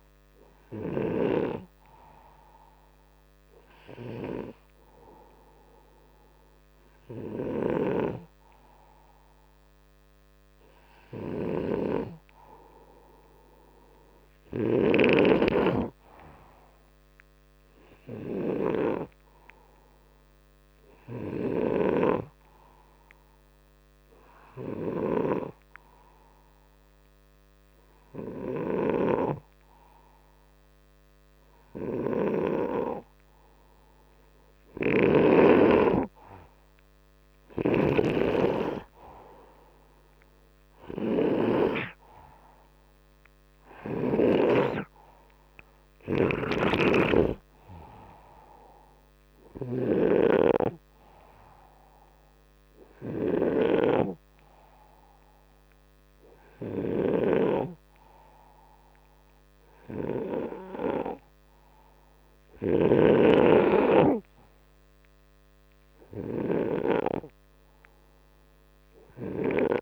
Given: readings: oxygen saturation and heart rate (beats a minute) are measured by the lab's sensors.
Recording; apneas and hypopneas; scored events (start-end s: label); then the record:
breathing in sleep by a microphone on the trachea; none
0.00-1.00 s: snoring (device-marked)
28.50-41.50 s: snoring (device-marked)
46.00-63.00 s: snoring (device-marked)
From the record:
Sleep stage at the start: N2 (light sleep); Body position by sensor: upright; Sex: male